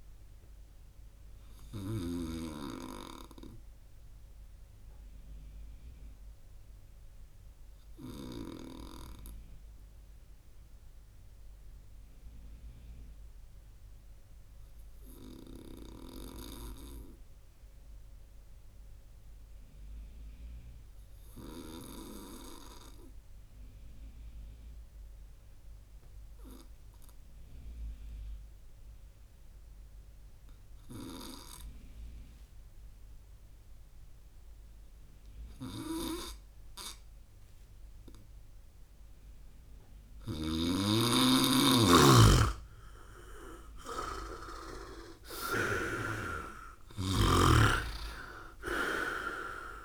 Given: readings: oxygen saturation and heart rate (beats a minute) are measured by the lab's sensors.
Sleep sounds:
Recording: breathing in sleep by a room microphone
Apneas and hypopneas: 1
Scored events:
0.00-2.00 s: snoring (device-marked)
1.50-39.50 s: obstructive apnea (oxygen 99% before, 95% lowest)
40.00-49.85 s: snoring (device-marked)
44.00-47.50 s: arousal
From the record:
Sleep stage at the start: N2 (light sleep)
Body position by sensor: on the right side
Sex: male

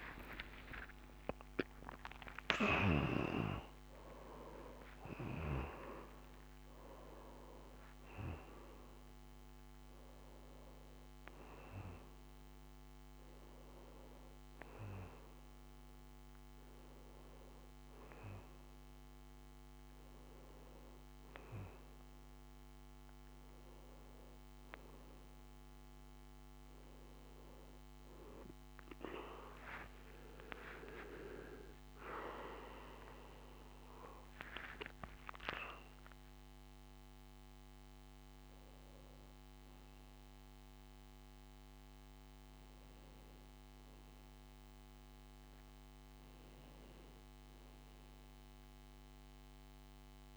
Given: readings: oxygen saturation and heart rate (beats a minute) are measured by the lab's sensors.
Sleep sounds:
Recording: a person awake in a sleep study, by a microphone on the trachea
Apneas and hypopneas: none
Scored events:
43.50-50.37 s: new sleep stage, N1 (lightest sleep)
From the record:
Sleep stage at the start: awake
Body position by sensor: on the back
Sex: male

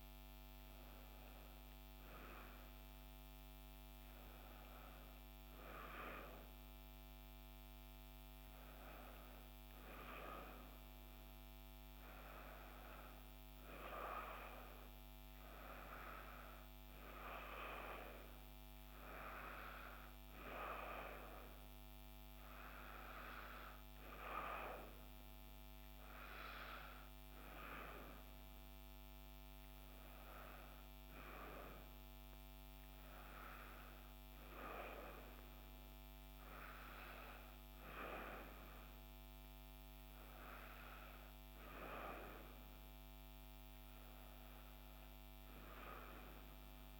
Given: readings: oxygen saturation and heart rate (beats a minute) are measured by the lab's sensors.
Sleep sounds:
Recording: breathing in sleep by a microphone on the trachea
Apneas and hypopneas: none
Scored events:
46.50-47.00 s: new sleep stage, N2 (light sleep)
From the record:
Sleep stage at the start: N1 (lightest sleep)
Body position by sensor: on the back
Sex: female

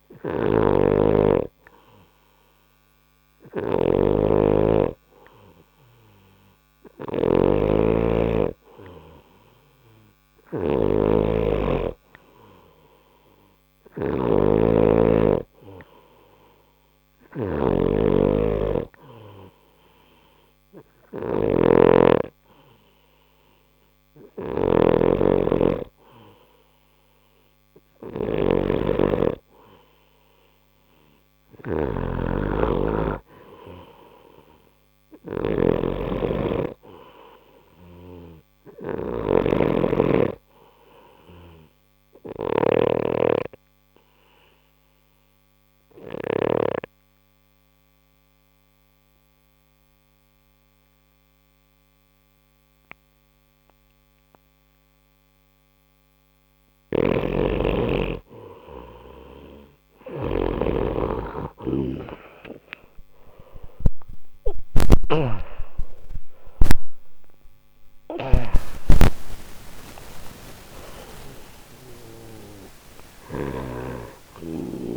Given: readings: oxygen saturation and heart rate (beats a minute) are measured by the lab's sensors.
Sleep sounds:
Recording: breathing in sleep by a microphone on the trachea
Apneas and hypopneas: 1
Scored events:
0.00-43.00 s: snoring (device-marked)
42.50-56.00 s: obstructive apnea (oxygen 94% before, 90% lowest)
56.50-60.50 s: snoring (device-marked)
61.50-74.50 s: oxygen desaturation (device-marked, oxygen 94% before, 91% lowest)
62.00-66.00 s: arousal
68.00-74.97 s: snoring (device-marked)
From the record:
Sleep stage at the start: N2 (light sleep)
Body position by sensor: on the right side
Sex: male

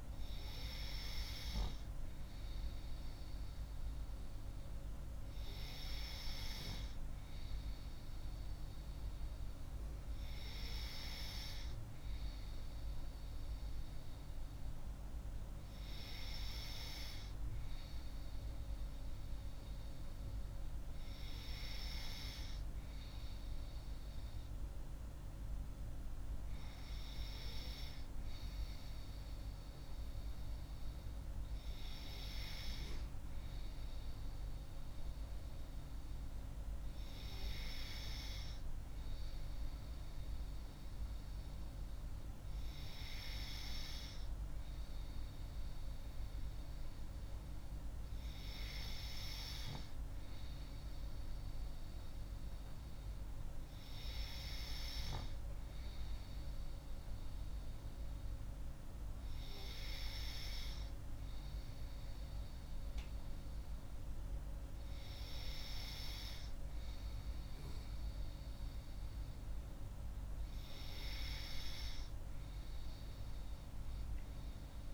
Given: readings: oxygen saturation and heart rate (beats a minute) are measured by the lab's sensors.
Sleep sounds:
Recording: breathing in sleep by a room microphone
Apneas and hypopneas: none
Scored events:
none scored
From the record:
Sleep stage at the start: N3 (deep sleep)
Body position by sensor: on the left side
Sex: female

